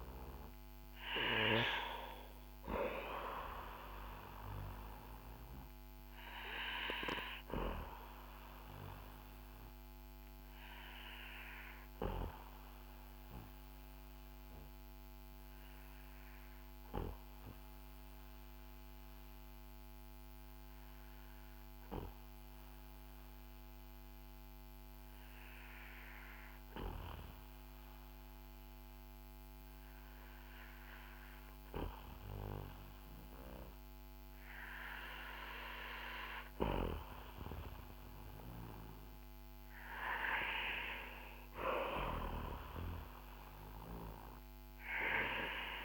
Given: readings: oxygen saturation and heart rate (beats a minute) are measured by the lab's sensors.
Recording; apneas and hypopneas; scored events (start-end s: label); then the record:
breathing in sleep by a microphone on the trachea; 1
9.50-34.50 s: obstructive apnea (oxygen 96% before, 92% lowest, heart rate 55 before, 45 extreme, up 8 after)
37.50-41.00 s: arousal
From the record:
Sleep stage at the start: N2 (light sleep); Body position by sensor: on the back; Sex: male